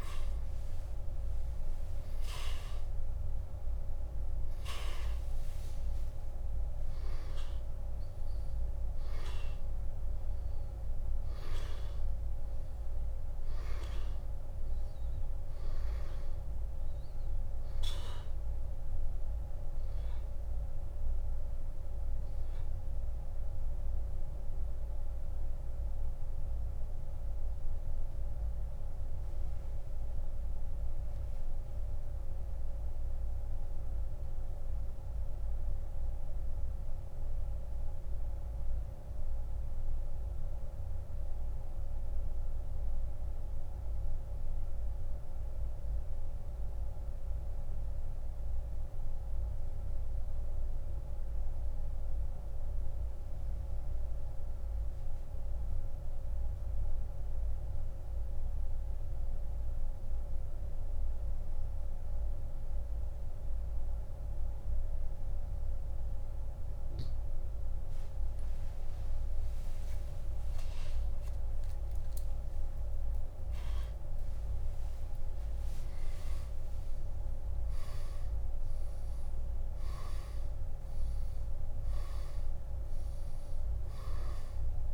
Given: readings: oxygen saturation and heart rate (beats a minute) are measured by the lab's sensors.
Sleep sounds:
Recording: breathing in sleep, hard to hear, by a room microphone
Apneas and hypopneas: 1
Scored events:
0.50-6.00 s: arousal
25.50-59.50 s: oxygen desaturation (device-marked, oxygen 96% before, 85% lowest)
26.50-66.00 s: central apnea (oxygen 98% before, 85% lowest)
70.00-75.00 s: arousal
From the record:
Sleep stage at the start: N2 (light sleep)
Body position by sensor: on the back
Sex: male

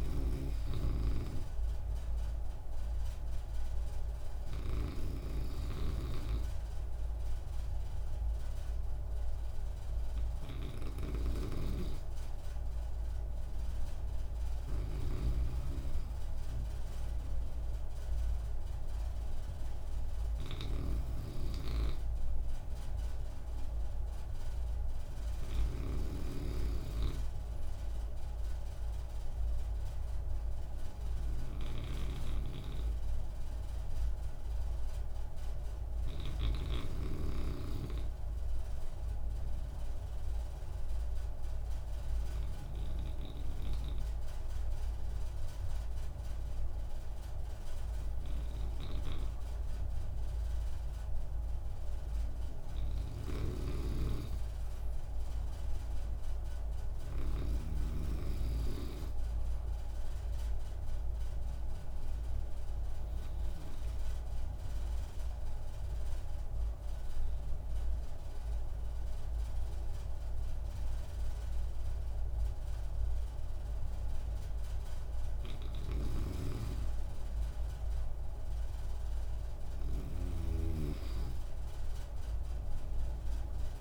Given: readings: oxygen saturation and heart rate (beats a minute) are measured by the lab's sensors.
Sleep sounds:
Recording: breathing in sleep by a room microphone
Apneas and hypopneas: 2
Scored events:
0.00-5.00 s: snoring (device-marked)
11.00-26.00 s: snoring (device-marked)
31.50-35.50 s: arousal
40.00-53.00 s: obstructive apnea (oxygen 96% before, 94% lowest)
53.00-56.50 s: arousal
53.00-57.50 s: snoring (device-marked)
63.00-75.50 s: obstructive apnea (oxygen 96% before, 94% lowest)
76.00-83.81 s: snoring (device-marked)
78.50-82.00 s: arousal
From the record:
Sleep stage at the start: N2 (light sleep)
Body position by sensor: on the right side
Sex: male

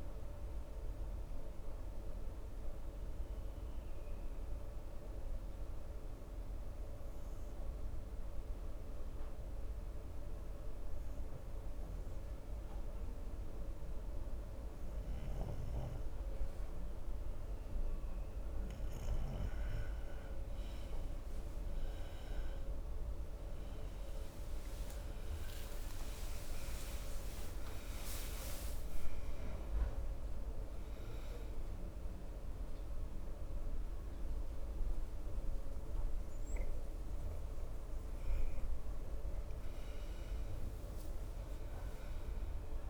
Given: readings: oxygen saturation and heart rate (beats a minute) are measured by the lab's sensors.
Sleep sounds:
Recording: breathing in sleep, hard to hear, by a room microphone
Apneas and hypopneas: 1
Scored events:
2.00-18.50 s: hypopnea (oxygen 94% before, 91% lowest, heart rate 68 before, 65 extreme, up 7 after)
22.00-25.50 s: arousal
24.50-42.90 s: oxygen desaturation (device-marked, oxygen 97% before, 92% lowest, heart rate 66 before, 65 extreme)
From the record:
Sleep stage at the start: N2 (light sleep)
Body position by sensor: on the right side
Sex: male

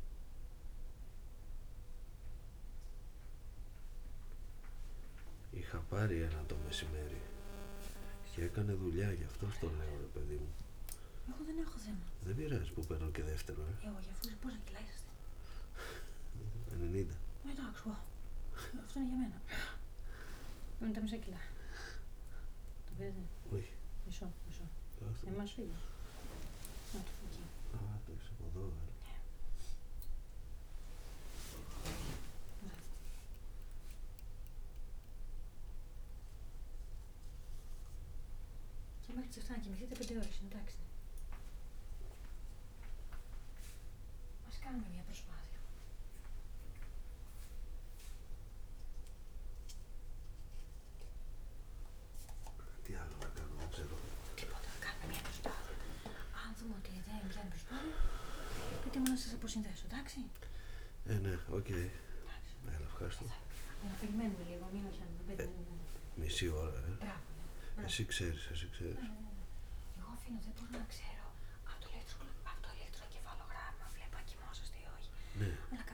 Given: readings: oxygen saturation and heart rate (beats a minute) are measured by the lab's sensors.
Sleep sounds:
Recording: a person awake in a sleep study, by a room microphone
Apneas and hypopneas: none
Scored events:
8.00-16.50 s: snoring (device-marked)
10.00-12.00 s: long interval between heartbeats (device-marked, heart rate 81 before, 92 extreme)
17.50-19.50 s: long interval between heartbeats (device-marked, heart rate 87 before, 90 extreme)
21.00-23.00 s: long interval between heartbeats (device-marked, heart rate 90 before, 139 extreme)
23.00-25.00 s: long interval between heartbeats (device-marked, heart rate 96 before, 165 extreme)
26.00-28.00 s: long interval between heartbeats (device-marked, heart rate 109 before, 120 extreme)
28.50-30.50 s: long interval between heartbeats (device-marked, heart rate 116 before, 110 extreme)
31.00-33.00 s: long interval between heartbeats (device-marked, heart rate 118 before, 74 extreme)
53.50-55.50 s: long interval between heartbeats (device-marked, heart rate 91 before, 120 extreme)
From the record:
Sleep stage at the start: awake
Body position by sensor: on the back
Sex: male

